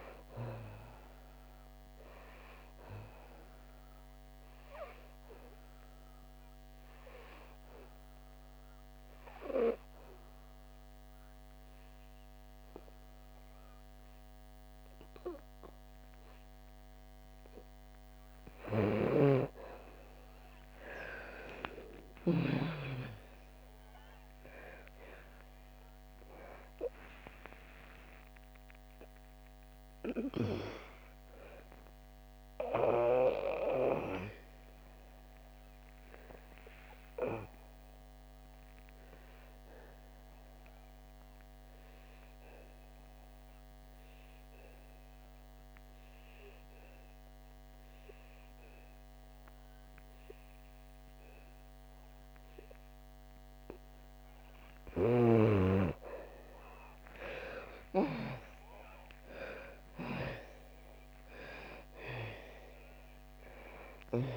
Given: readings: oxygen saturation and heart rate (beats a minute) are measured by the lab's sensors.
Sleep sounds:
breathing in sleep by a microphone on the trachea; 2
4.50-18.00 s: hypopnea (oxygen 99% before, 84% lowest, heart rate 81 before, 66 extreme, up 33 after)
9.00-45.00 s: oxygen desaturation (device-marked, oxygen 96% before, 85% lowest, heart rate 84 before, 65 extreme)
18.50-22.50 s: snoring (device-marked)
26.50-30.50 s: arousal
34.00-55.50 s: obstructive apnea (oxygen 96% before, 84% lowest, heart rate 82 before, 58 extreme, up 24 after)
56.00-64.37 s: oxygen desaturation (device-marked, oxygen 98% before, 84% lowest, heart rate 72 before, 58 extreme)
57.00-61.50 s: arousal
From the record:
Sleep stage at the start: N2 (light sleep); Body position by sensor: on the back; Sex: female

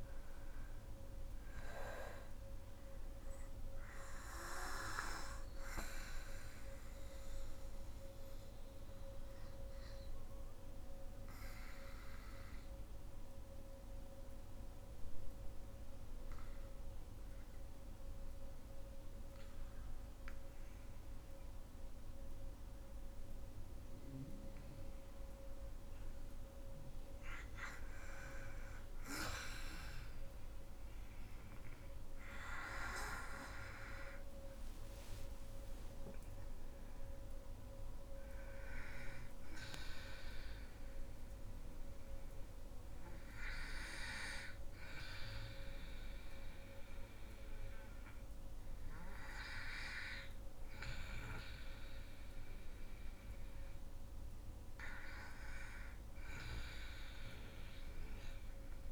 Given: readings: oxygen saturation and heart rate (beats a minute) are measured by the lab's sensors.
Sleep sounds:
breathing in sleep by a room microphone; 1
2.50-21.50 s: oxygen desaturation (device-marked, oxygen 96% before, 92% lowest, heart rate 55 before, 48 extreme)
4.00-25.00 s: obstructive apnea (oxygen 98% before, 91% lowest, heart rate 55 before, 48 extreme, up 9 after)
28.50-34.00 s: arousal
32.50-55.50 s: oxygen desaturation (device-marked, oxygen 99% before, 91% lowest, heart rate 51 before, 50 extreme)
From the record:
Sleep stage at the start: REM sleep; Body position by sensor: on the back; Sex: female

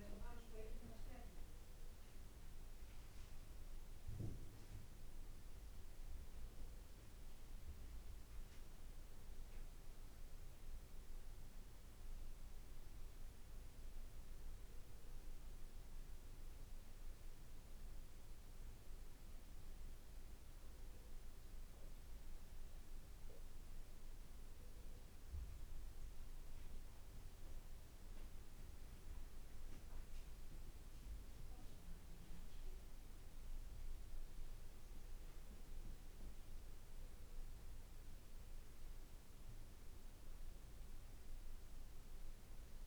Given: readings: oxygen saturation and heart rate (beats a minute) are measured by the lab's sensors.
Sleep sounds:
a person awake in a sleep study, hard to hear, by a room microphone; none
none scored
From the record:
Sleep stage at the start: awake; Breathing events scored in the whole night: 191 in 4.5 hours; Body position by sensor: on the back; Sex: male

